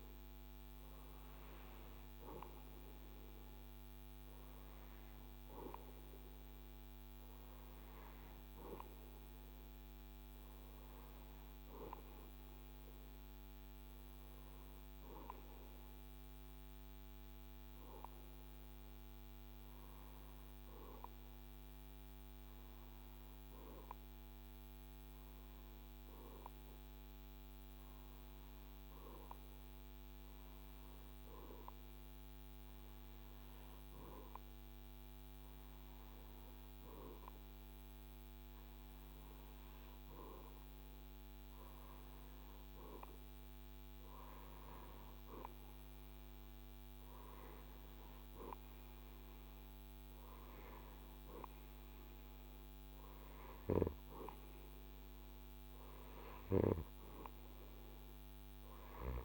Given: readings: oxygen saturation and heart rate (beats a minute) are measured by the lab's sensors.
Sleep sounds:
breathing in sleep by a microphone on the trachea; 1
13.00-39.00 s: obstructive apnea (oxygen 96% before, 94% lowest, heart rate 74 before, 66 extreme, up 6 after)
42.00-46.00 s: arousal
From the record:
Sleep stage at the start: REM sleep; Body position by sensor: on the right side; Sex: male

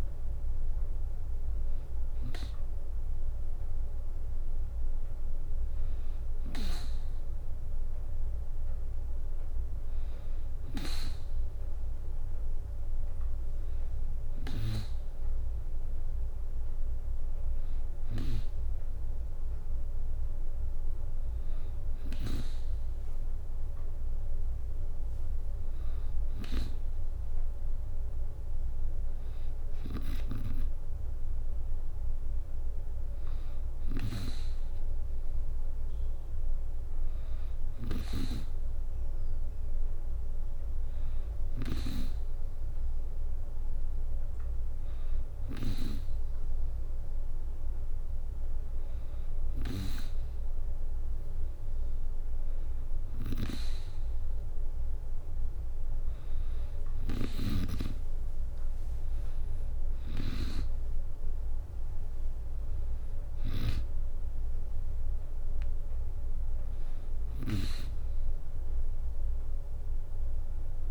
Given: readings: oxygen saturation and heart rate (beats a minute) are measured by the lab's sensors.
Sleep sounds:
breathing in sleep by a room microphone; none
56.50-63.00 s: snoring (device-marked)
63.50-70.90 s: drop in pulse transit time (device-marked, heart rate 65 before, 62 extreme)
From the record:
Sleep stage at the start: N2 (light sleep); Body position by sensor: on the back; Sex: female

